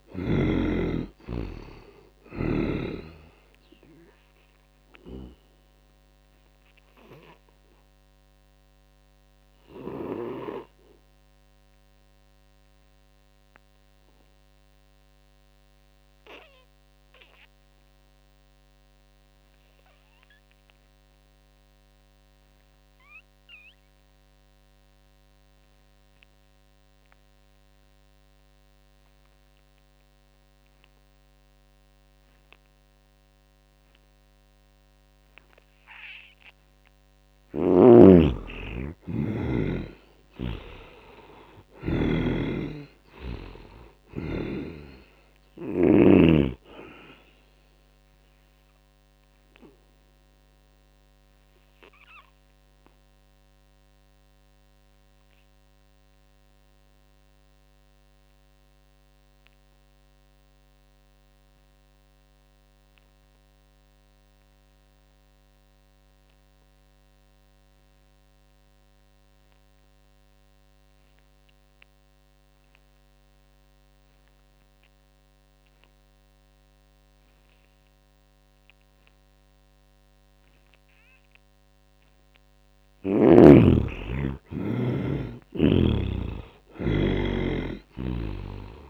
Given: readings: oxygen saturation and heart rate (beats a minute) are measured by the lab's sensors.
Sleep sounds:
breathing in sleep by a microphone on the trachea; 2
0.00-18.50 s: oxygen desaturation (device-marked, oxygen 71% lowest, heart rate 56 extreme)
4.00-35.50 s: obstructive apnea (oxygen 98% before, 71% lowest, heart rate 66 before, 57 extreme, up 7 after)
20.50-60.50 s: oxygen desaturation (device-marked, oxygen 98% before, 72% lowest, heart rate 80 before, 57 extreme)
37.00-40.50 s: arousal
39.50-43.00 s: snoring (device-marked)
47.00-81.00 s: obstructive apnea (oxygen 98% before, 70% lowest, heart rate 65 before, 59 extreme, up 12 after)
75.50-88.90 s: oxygen desaturation (device-marked, oxygen 98% before, 70% lowest, heart rate 78 before, 56 extreme)
83.00-87.50 s: arousal
From the record:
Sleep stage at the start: N2 (light sleep); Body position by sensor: on the back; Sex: male

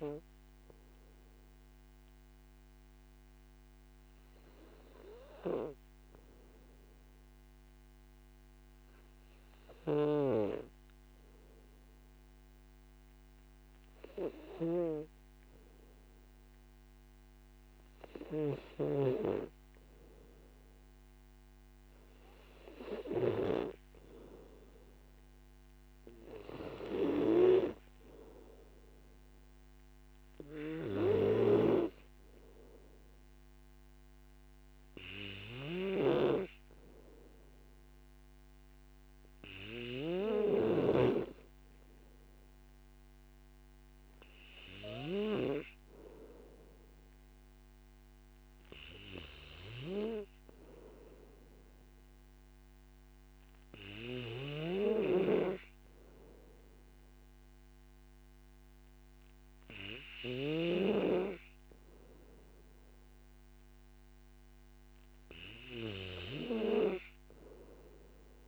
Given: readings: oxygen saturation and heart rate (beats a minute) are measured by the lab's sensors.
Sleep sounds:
breathing in sleep by a microphone on the trachea; none
36.50-47.50 s: oxygen desaturation (device-marked, oxygen 96% before, 92% lowest, heart rate 54 before, 49 extreme)
From the record:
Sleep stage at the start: N2 (light sleep); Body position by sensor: on the back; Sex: male

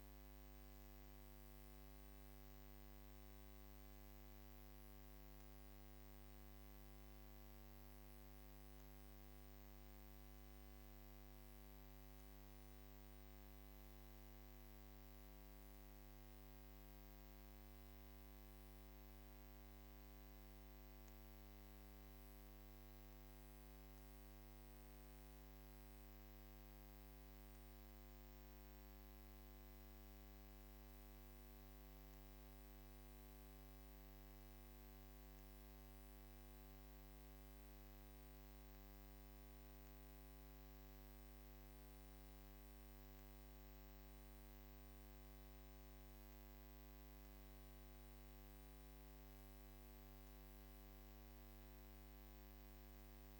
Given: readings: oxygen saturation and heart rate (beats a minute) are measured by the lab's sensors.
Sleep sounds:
breathing in sleep, hard to hear, by a microphone on the trachea; none
none scored
From the record:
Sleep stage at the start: N1 (lightest sleep); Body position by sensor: on the back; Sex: female

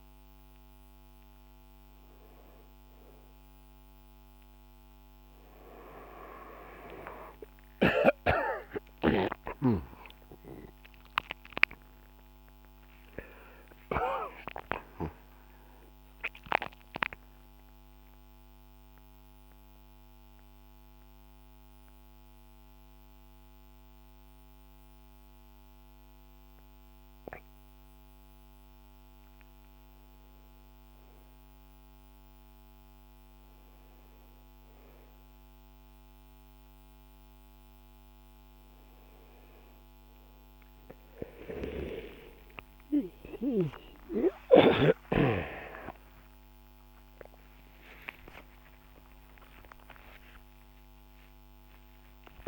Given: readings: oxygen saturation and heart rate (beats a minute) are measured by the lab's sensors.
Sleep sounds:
a person partly awake in a sleep study, by a microphone on the trachea; 1
8.50-13.00 s: arousal
15.50-28.00 s: central apnea (oxygen 95% before, 93% lowest, heart rate 77 before, 69 extreme)
27.50-52.48 s: new sleep stage, awake
43.50-52.48 s: oxygen desaturation (device-marked, oxygen 98% before, 94% lowest, heart rate 73 before, 73 extreme)
From the record:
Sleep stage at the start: N1 (lightest sleep); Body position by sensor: on the back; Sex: male

